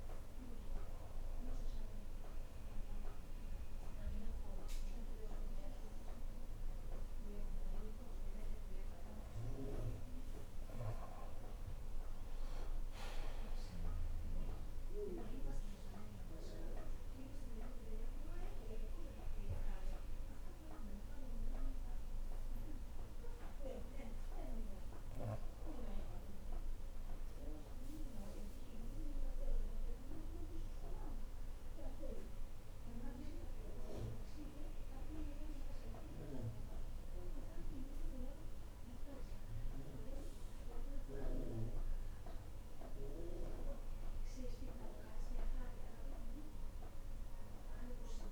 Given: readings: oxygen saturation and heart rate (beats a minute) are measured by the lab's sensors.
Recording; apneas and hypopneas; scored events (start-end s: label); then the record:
breathing in sleep by a room microphone; 2
14.00-25.00 s: hypopnea (oxygen 96% before, 93% lowest, heart rate 73 before, 66 extreme, up 7 after)
26.00-30.00 s: arousal
34.00-44.00 s: obstructive apnea (oxygen 96% before, 93% lowest, heart rate 71 before, 69 extreme, up 6 after)
44.50-48.32 s: arousal
From the record:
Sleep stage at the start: N2 (light sleep); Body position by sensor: on the front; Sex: female